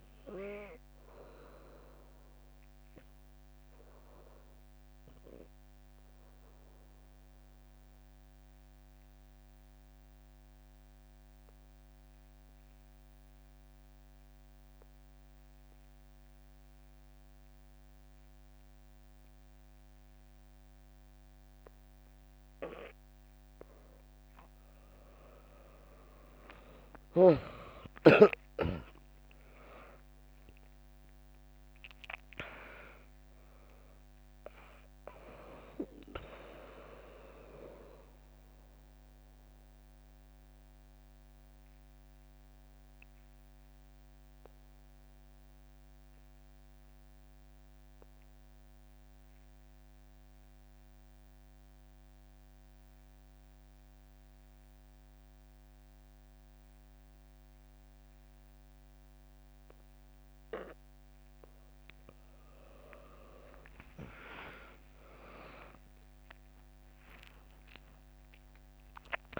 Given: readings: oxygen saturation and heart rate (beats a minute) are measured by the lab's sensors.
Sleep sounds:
breathing in sleep by a microphone on the trachea; 2
0.00-2.00 s: drop in pulse transit time (device-marked, heart rate 61 extreme)
5.00-23.50 s: obstructive apnea (oxygen 99% before, 95% lowest, heart rate 65 before, 59 extreme, up 2 after)
21.00-23.00 s: bradycardia (device-marked, heart rate 67 before, 63 extreme)
27.00-31.50 s: arousal
28.00-41.00 s: drop in pulse transit time (device-marked, heart rate 64 before, 60 extreme)
38.00-60.50 s: mixed apnea (oxygen 99% before, 95% lowest, heart rate 65 before, 61 extreme, up 2 after)
63.50-68.50 s: arousal
66.00-69.40 s: drop in pulse transit time (device-marked, heart rate 65 before, 61 extreme)
From the record:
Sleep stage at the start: N2 (light sleep); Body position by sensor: on the back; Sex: female

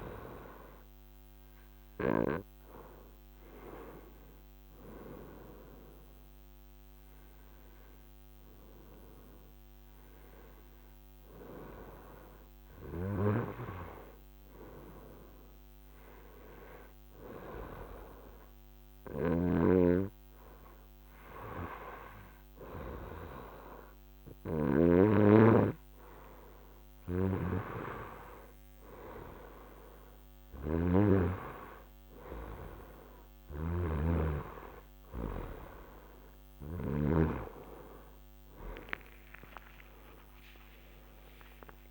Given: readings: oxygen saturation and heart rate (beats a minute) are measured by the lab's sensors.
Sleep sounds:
breathing in sleep by a microphone on the trachea; none
1.00-6.00 s: oxygen desaturation (device-marked, oxygen 96% before, 93% lowest, heart rate 72 before, 73 extreme)
19.00-25.00 s: snoring (device-marked)
33.50-37.00 s: snoring (device-marked)
38.50-41.91 s: arousal
From the record:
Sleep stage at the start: N2 (light sleep); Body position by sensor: on the front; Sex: female

